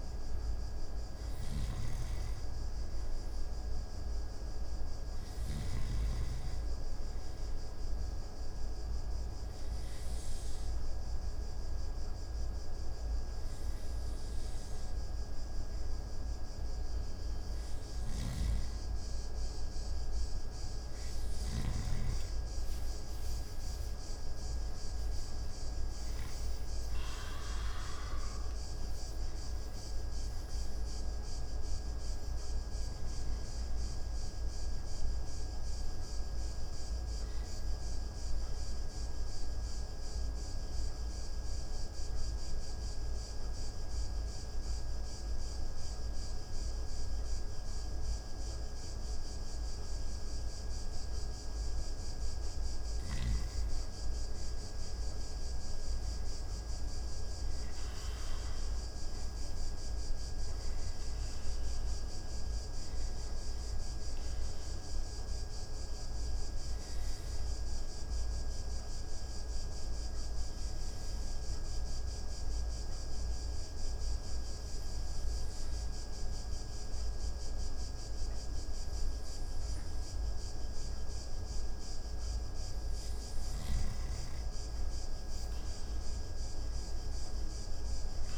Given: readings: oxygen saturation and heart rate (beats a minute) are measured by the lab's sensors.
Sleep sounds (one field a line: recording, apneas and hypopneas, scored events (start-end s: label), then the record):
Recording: breathing in sleep, hard to hear, by a room microphone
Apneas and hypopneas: 3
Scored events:
0.00-2.50 s: arousal
0.00-5.50 s: snoring (device-marked)
9.00-20.00 s: obstructive apnea (oxygen 94% before, 90% lowest)
18.00-21.50 s: snoring (device-marked)
27.00-31.00 s: arousal
33.00-47.00 s: oxygen desaturation (device-marked, oxygen 94% before, 90% lowest)
39.50-53.00 s: obstructive apnea (oxygen 94% before, 91% lowest)
57.00-61.00 s: arousal
66.00-80.00 s: oxygen desaturation (device-marked, oxygen 97% before, 92% lowest)
68.50-82.00 s: obstructive apnea (oxygen 97% before, 92% lowest)
From the record:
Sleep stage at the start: N2 (light sleep)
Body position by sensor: on the back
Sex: male